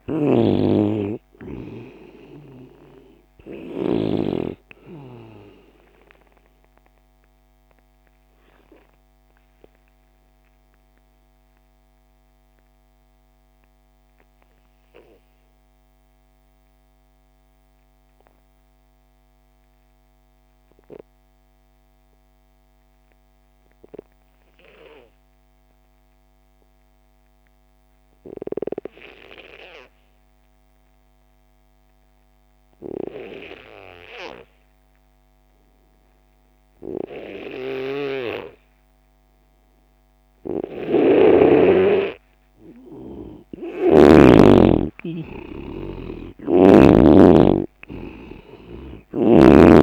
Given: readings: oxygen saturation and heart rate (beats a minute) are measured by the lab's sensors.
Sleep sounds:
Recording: breathing in sleep by a microphone on the trachea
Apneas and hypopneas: 1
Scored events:
0.00-4.00 s: snoring (device-marked)
0.00-19.50 s: oxygen desaturation (device-marked, oxygen 86% lowest)
8.00-41.50 s: mixed apnea (oxygen 98% before, 86% lowest)
37.50-44.00 s: snoring (device-marked)
37.50-49.83 s: oxygen desaturation (device-marked, oxygen 98% before, 88% lowest)
44.50-49.00 s: arousal
46.00-49.50 s: snoring (device-marked)
From the record:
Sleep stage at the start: N2 (light sleep)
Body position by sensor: on the left side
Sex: male

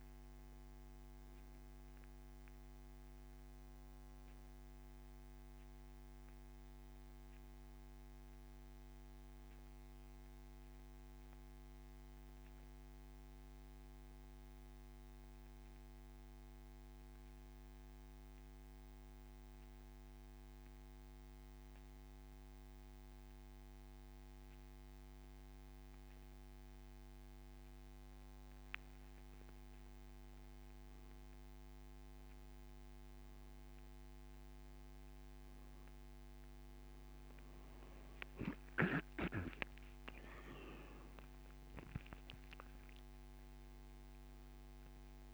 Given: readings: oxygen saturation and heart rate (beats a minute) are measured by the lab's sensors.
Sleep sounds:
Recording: breathing in sleep by a microphone on the trachea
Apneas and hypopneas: 1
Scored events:
0.00-24.00 s: oxygen desaturation (device-marked, oxygen 88% lowest)
6.00-31.50 s: mixed apnea (oxygen 95% before, 88% lowest)
34.50-39.00 s: arousal
From the record:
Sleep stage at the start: N2 (light sleep)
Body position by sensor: on the back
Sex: male

